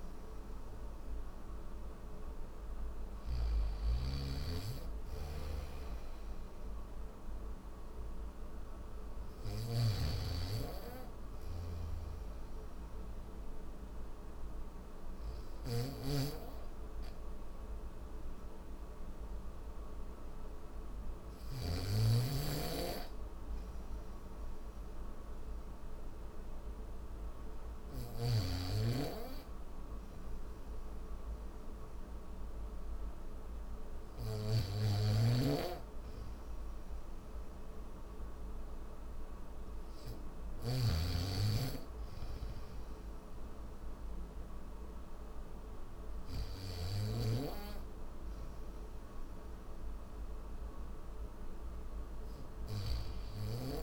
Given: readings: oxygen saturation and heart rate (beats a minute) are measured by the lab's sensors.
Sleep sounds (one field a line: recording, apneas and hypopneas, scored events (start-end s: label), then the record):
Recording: breathing in sleep by a room microphone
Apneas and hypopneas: none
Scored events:
0.00-3.00 s: snoring (device-marked)
5.00-21.50 s: snoring (device-marked)
10.50-18.50 s: oxygen desaturation (device-marked, oxygen 95% before, 92% lowest, heart rate 71 before, 69 extreme)
34.00-46.50 s: snoring (device-marked)
From the record:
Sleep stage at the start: N1 (lightest sleep)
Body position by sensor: on the back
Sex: male